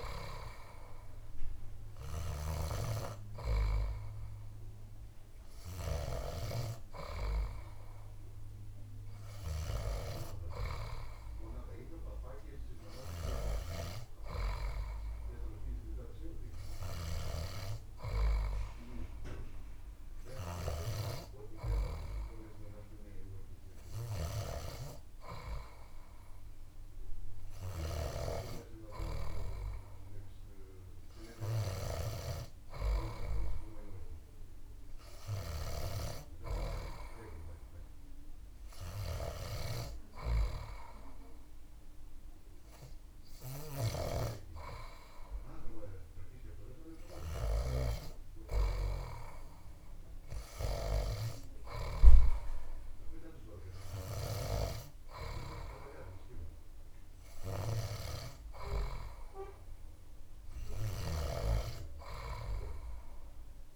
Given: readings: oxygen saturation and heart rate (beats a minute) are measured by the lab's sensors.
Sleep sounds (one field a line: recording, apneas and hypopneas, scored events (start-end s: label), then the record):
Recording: breathing in sleep by a room microphone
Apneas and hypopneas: none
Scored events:
none scored
From the record:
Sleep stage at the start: N2 (light sleep)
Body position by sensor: on the back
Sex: male